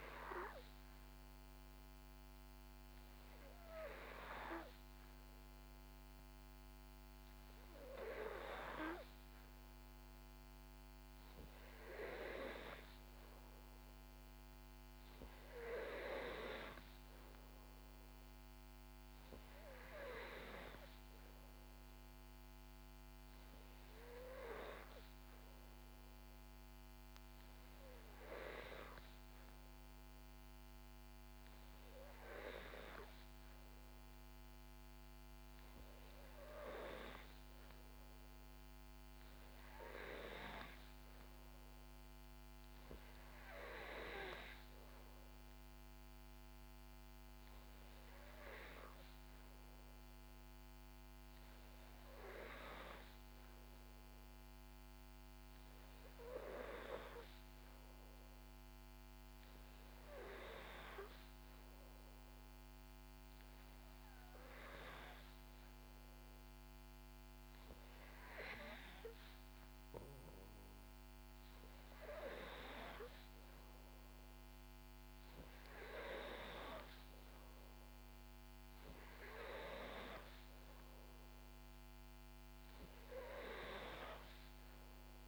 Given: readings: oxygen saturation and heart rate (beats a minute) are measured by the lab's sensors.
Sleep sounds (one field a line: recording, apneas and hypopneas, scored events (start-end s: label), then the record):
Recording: breathing in sleep by a microphone on the trachea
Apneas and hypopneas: none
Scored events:
none scored
From the record:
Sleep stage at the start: N2 (light sleep)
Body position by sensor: on the back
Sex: female